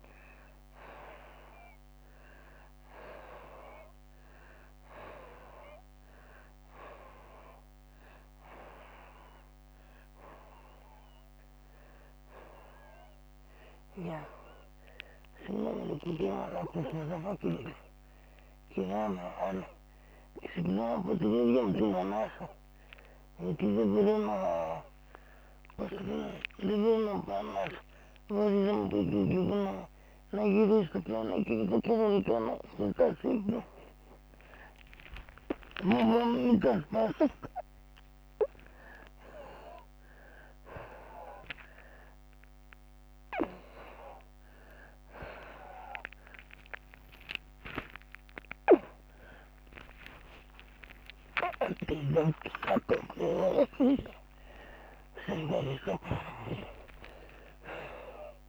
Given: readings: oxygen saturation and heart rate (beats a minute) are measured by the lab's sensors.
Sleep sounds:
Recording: a person awake in a sleep study, by a microphone on the trachea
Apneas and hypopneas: none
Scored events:
0.00-3.50 s: oxygen desaturation (device-marked, oxygen 90% lowest, heart rate 88 extreme)
9.50-15.50 s: oxygen desaturation (device-marked, oxygen 94% before, 91% lowest, heart rate 91 before, 91 extreme)
15.50-19.00 s: snoring (device-marked)
25.50-58.49 s: new sleep stage, awake
31.00-36.00 s: snoring (device-marked)
51.50-55.50 s: snoring (device-marked)
From the record:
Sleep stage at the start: N1 (lightest sleep)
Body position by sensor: on the back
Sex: female

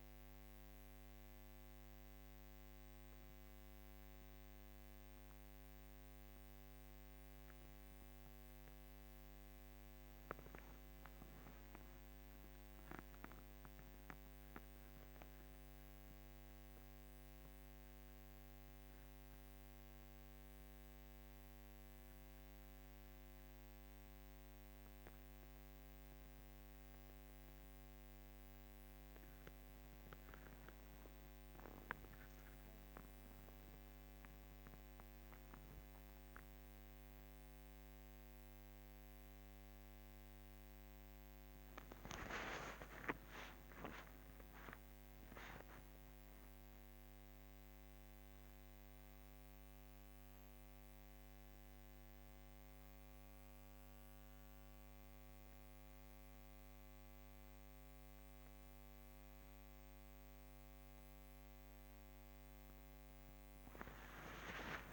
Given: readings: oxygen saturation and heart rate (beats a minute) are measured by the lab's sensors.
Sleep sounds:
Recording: a person partly awake in a sleep study, by a microphone on the trachea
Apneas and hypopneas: none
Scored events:
0.00-2.00 s: arousal
48.50-64.93 s: new sleep stage, awake
From the record:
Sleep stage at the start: N2 (light sleep)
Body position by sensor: on the back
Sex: female

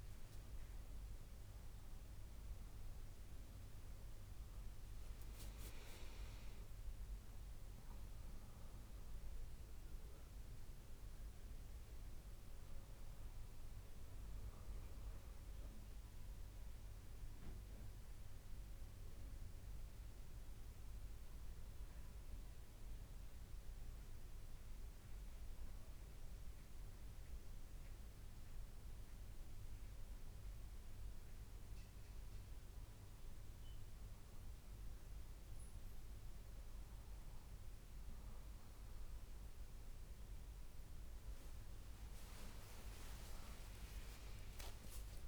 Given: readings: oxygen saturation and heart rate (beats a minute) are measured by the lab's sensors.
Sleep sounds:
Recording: breathing in sleep, hard to hear, by a room microphone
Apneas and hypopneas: 1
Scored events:
22.00-33.00 s: obstructive apnea (oxygen 98% before, 96% lowest, heart rate 72 before, 68 extreme, up 2 after)
From the record:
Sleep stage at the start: N1 (lightest sleep)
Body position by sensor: on the back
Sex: female

